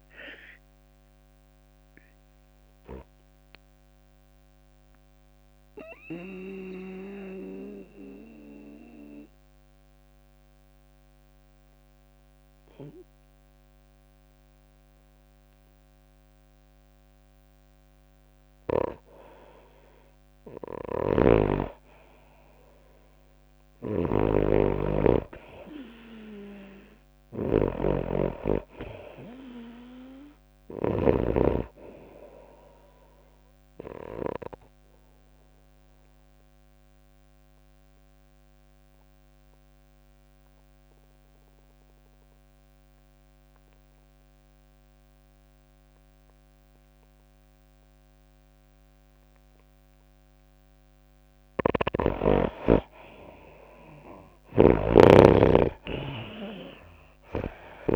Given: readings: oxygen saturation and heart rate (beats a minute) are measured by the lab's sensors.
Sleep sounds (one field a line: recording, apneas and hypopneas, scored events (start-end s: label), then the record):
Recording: breathing in sleep by a microphone on the trachea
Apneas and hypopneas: 2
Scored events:
0.00-11.50 s: oxygen desaturation (device-marked, oxygen 85% lowest, heart rate 98 extreme)
0.00-11.50 s: tachycardia (device-marked, heart rate 106 extreme)
0.00-12.50 s: drop in pulse transit time (device-marked, heart rate 102 extreme)
3.00-19.00 s: mixed apnea (oxygen 97% before, 83% lowest, heart rate 96 before, 98 extreme, up 1 after)
21.00-31.50 s: snoring (device-marked)
23.00-27.00 s: arousal
24.50-43.50 s: oxygen desaturation (device-marked, oxygen 98% before, 87% lowest, heart rate 101 before, 95 extreme)
27.50-37.50 s: tachycardia (device-marked, heart rate 99 before, 103 extreme)
38.50-51.00 s: obstructive apnea (heart rate 100 before, 95 extreme, up 5 after)
51.50-57.96 s: oxygen desaturation (device-marked, oxygen 96% before, 83% lowest)
54.50-57.96 s: arousal
54.50-57.96 s: snoring (device-marked)
56.50-57.96 s: tachycardia (device-marked, heart rate 99 before, 105 extreme)
From the record:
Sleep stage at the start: N2 (light sleep)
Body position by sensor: on the right side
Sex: female